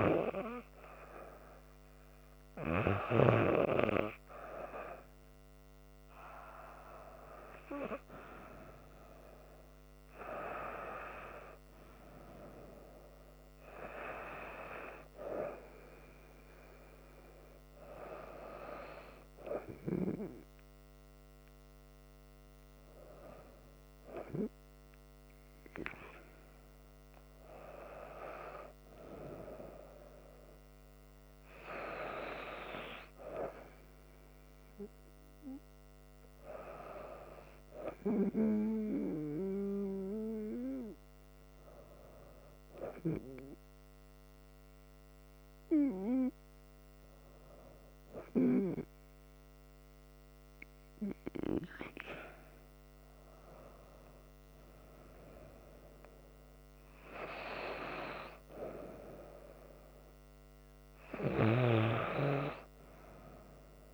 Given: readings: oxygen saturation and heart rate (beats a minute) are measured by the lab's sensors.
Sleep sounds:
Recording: breathing in sleep by a microphone on the trachea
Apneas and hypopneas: none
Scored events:
8.00-63.94 s: new sleep stage, N2 (light sleep)
9.00-14.00 s: arousal
From the record:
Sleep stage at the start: REM sleep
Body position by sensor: on the back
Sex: female

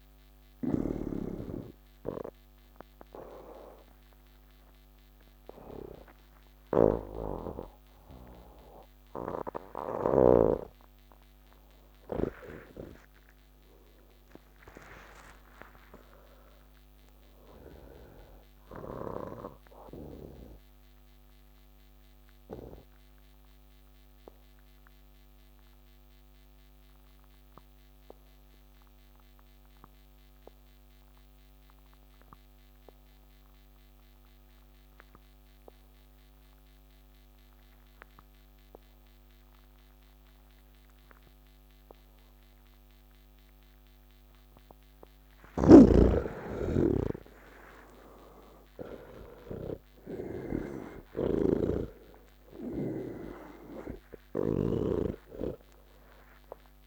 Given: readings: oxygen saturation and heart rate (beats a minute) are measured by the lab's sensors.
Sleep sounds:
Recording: breathing in sleep by a microphone on the trachea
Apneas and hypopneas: 1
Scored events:
0.00-8.50 s: oxygen desaturation (device-marked, oxygen 77% lowest)
1.00-11.00 s: snoring (device-marked)
21.50-45.00 s: obstructive apnea (oxygen 98% before, 79% lowest)
36.50-56.87 s: oxygen desaturation (device-marked, oxygen 96% before, 79% lowest)
45.50-51.00 s: snoring (device-marked)
From the record:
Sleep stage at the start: N3 (deep sleep)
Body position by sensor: on the back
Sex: male

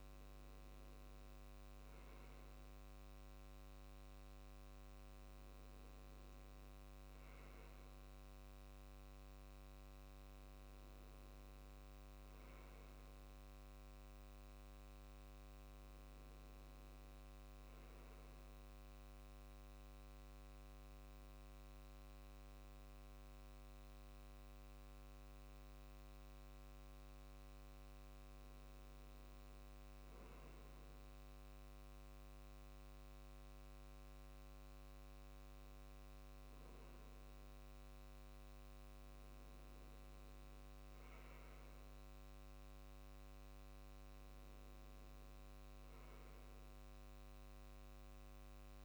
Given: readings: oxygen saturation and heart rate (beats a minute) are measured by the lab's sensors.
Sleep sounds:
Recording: breathing in sleep, hard to hear, by a microphone on the trachea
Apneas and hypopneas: none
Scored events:
none scored
From the record:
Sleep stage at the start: N2 (light sleep)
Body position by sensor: on the left side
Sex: male

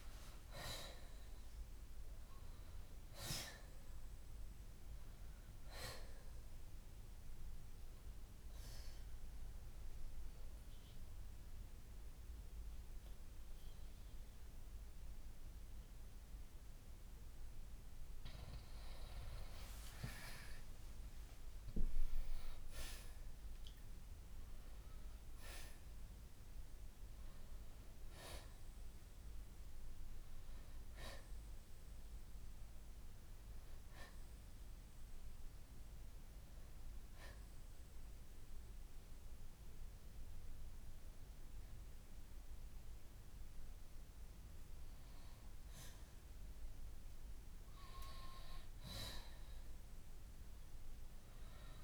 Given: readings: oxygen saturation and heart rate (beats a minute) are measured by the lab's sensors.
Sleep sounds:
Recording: breathing in sleep by a room microphone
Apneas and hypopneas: 2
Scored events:
0.00-1.50 s: arousal
7.00-17.50 s: central apnea (oxygen 94% before, 85% lowest, heart rate 68 before, 58 extreme, up 6 after)
8.50-23.50 s: oxygen desaturation (device-marked, oxygen 94% before, 88% lowest, heart rate 69 before, 58 extreme)
20.50-24.00 s: arousal
35.00-46.00 s: hypopnea (oxygen 93% before, 85% lowest, heart rate 66 before, 63 extreme, up 8 after)
35.50-51.50 s: oxygen desaturation (device-marked, oxygen 93% before, 85% lowest, heart rate 67 before, 63 extreme)
From the record:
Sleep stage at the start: N2 (light sleep)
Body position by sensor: on the back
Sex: male

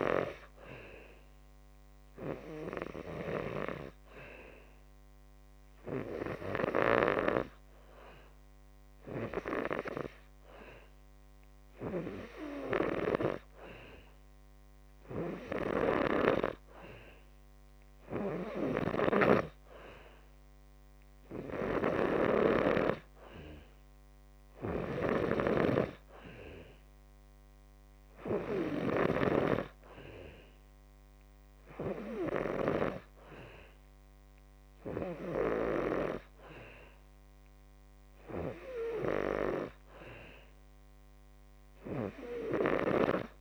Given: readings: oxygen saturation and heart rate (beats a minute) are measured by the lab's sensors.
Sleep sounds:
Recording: breathing in sleep by a microphone on the trachea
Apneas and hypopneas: none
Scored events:
none scored
From the record:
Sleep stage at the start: N2 (light sleep)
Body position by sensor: on the back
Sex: male

